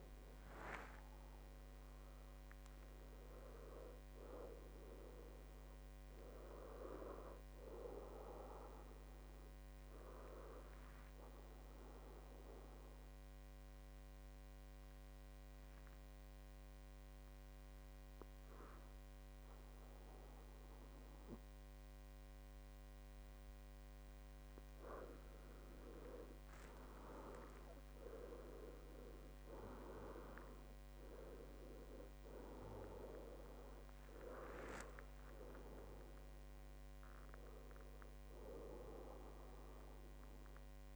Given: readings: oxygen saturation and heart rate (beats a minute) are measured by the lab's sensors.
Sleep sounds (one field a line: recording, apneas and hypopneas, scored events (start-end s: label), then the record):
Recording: breathing in sleep by a microphone on the trachea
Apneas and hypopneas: 1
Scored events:
0.00-4.50 s: oxygen desaturation (device-marked, oxygen 89% lowest, heart rate 64 extreme)
2.00-6.00 s: arousal
12.00-24.50 s: obstructive apnea (oxygen 99% before, 91% lowest, heart rate 75 before, 63 extreme, up 14 after)
27.00-30.50 s: arousal
29.50-40.96 s: oxygen desaturation (device-marked, oxygen 97% before, 94% lowest, heart rate 69 before, 59 extreme)
From the record:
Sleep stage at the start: N2 (light sleep)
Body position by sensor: on the back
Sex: male